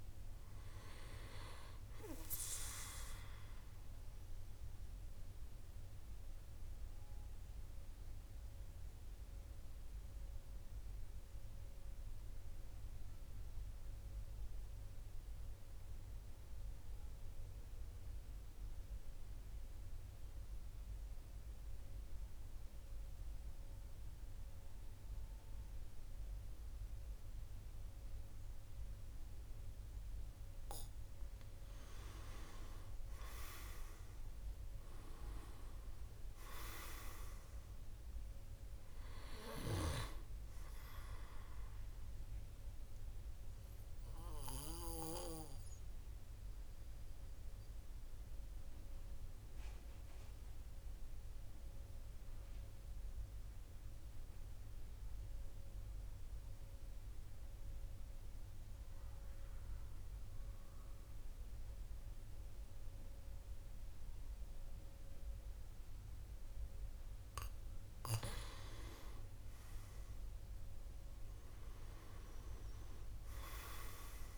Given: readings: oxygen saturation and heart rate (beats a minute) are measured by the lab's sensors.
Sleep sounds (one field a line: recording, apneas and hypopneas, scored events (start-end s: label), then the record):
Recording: breathing in sleep by a room microphone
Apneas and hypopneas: 2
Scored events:
0.00-18.00 s: oxygen desaturation (device-marked, oxygen 90% lowest, heart rate 45 extreme)
4.50-29.00 s: mixed apnea (oxygen 99% before, 90% lowest, heart rate 53 before, 45 extreme, up 10 after)
29.00-56.00 s: oxygen desaturation (device-marked, oxygen 99% before, 90% lowest, heart rate 47 before, 47 extreme)
31.00-36.00 s: arousal
43.00-66.50 s: obstructive apnea (oxygen 99% before, 90% lowest, heart rate 54 before, 46 extreme, up 6 after)
64.00-74.37 s: oxygen desaturation (device-marked, oxygen 99% before, 91% lowest, heart rate 49 before, 46 extreme)
69.50-73.00 s: arousal
From the record:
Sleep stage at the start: N2 (light sleep)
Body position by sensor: on the back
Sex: male